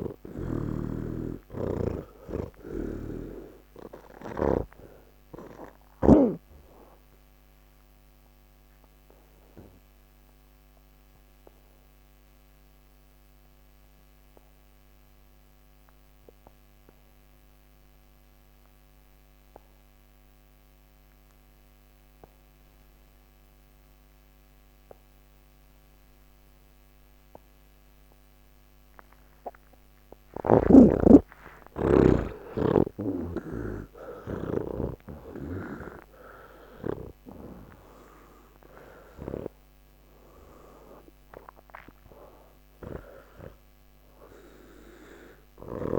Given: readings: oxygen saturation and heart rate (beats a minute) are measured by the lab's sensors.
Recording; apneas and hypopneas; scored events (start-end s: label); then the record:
breathing in sleep by a microphone on the trachea; 1
0.00-1.00 s: snoring (device-marked)
0.00-22.00 s: oxygen desaturation (device-marked, oxygen 78% lowest, heart rate 66 extreme)
3.00-6.50 s: snoring (device-marked)
8.50-29.50 s: obstructive apnea (oxygen 97% before, 78% lowest, heart rate 147 before, 66 extreme)
30.50-35.00 s: snoring (device-marked)
34.00-45.99 s: oxygen desaturation (device-marked, oxygen 97% before, 79% lowest, heart rate 102 before, 55 extreme)
From the record:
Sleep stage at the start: N1 (lightest sleep); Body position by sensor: on the back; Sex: male